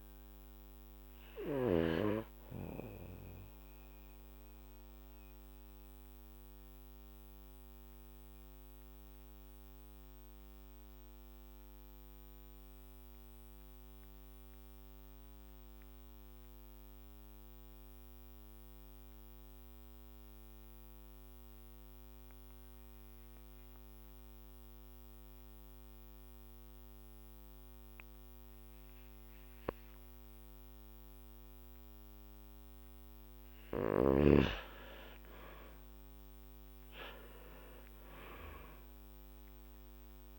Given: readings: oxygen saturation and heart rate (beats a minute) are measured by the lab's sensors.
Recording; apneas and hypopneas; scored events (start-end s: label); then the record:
breathing in sleep by a microphone on the trachea; 1
2.00-33.00 s: mixed apnea (oxygen 98% before, 88% lowest, heart rate 54 before, 44 extreme, up 8 after)
20.00-40.39 s: oxygen desaturation (device-marked, oxygen 96% before, 88% lowest, heart rate 50 before, 43 extreme)
35.00-38.50 s: arousal
From the record:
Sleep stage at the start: N2 (light sleep); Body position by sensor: on the back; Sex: male